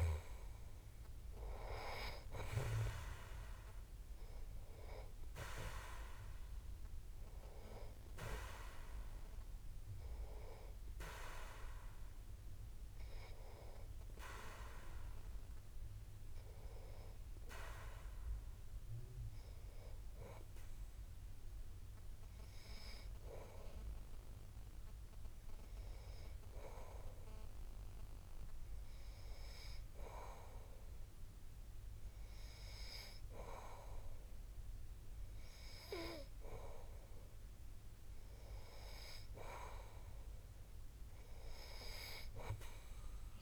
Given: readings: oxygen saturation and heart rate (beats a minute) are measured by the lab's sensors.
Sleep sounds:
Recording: breathing in sleep by a room microphone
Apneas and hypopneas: 1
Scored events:
0.00-9.50 s: oxygen desaturation (device-marked, oxygen 93% lowest)
18.50-31.50 s: hypopnea (oxygen 96% before, 93% lowest)
33.50-36.00 s: arousal
From the record:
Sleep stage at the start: N2 (light sleep)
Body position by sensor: on the back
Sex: male

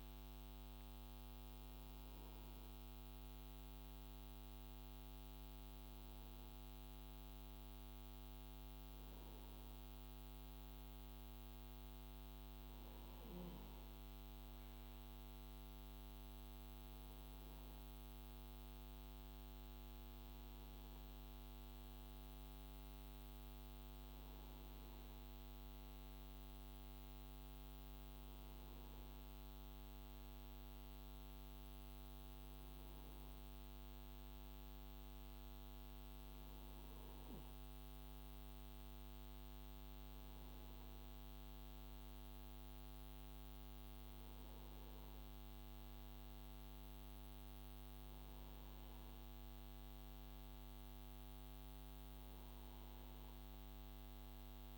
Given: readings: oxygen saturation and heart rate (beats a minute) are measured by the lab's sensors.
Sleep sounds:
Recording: breathing in sleep, hard to hear, by a microphone on the trachea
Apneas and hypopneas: none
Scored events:
none scored
From the record:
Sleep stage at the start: N2 (light sleep)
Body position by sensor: on the right side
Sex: male

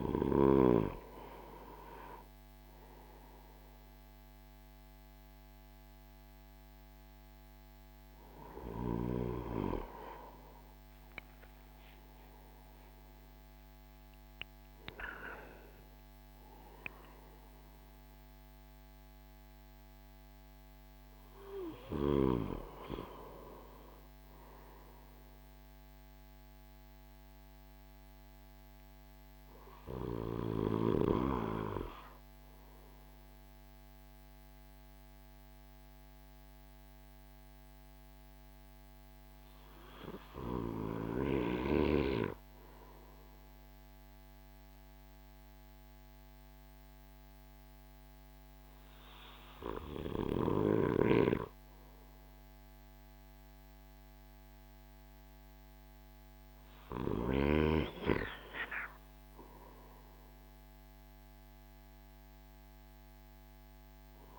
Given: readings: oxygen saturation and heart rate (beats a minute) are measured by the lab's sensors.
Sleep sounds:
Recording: breathing in sleep by a microphone on the trachea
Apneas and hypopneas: none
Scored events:
10.00-14.50 s: arousal
From the record:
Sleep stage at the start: N2 (light sleep)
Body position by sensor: on the right side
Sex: male

